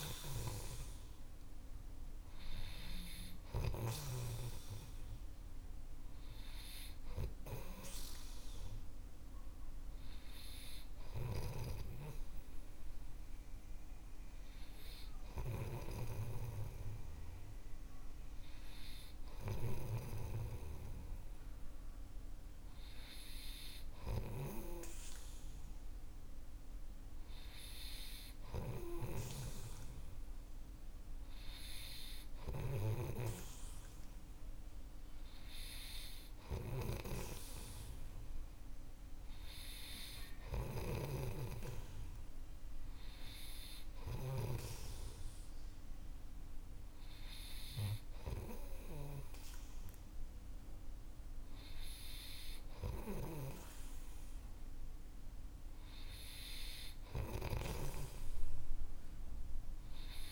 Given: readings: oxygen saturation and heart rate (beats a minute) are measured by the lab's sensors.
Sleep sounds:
breathing in sleep by a room microphone; none
0.00-4.50 s: snoring (device-marked)
11.50-60.32 s: snoring (device-marked)
From the record:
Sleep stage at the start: N3 (deep sleep); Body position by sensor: on the right side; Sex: male

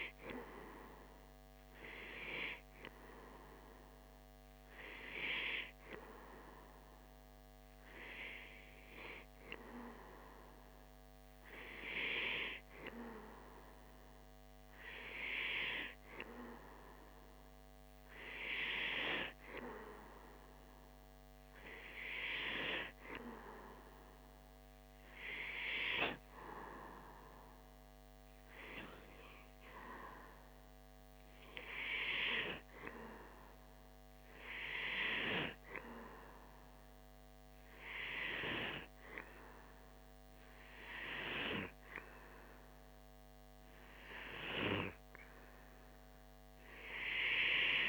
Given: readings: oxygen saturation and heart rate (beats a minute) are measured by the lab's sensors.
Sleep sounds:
breathing in sleep by a microphone on the trachea; none
none scored
From the record:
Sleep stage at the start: N2 (light sleep); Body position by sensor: on the back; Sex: male

